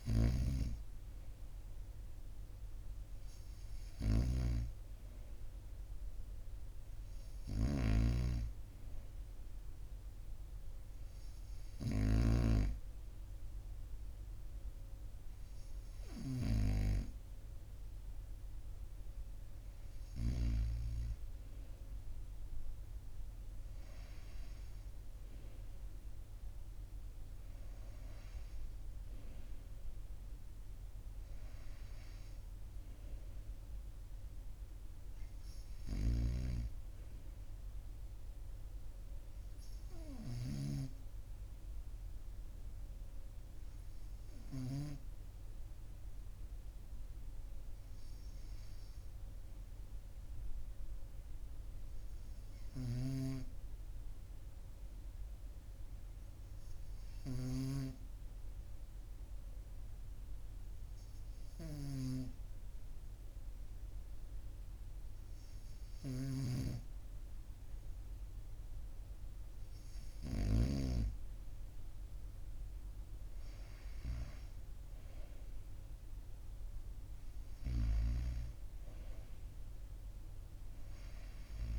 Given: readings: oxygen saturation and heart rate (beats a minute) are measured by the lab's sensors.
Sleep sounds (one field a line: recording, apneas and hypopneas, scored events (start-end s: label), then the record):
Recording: breathing in sleep by a room microphone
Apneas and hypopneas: none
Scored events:
7.50-12.50 s: snoring (device-marked)
From the record:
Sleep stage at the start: N2 (light sleep)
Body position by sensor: on the right side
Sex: male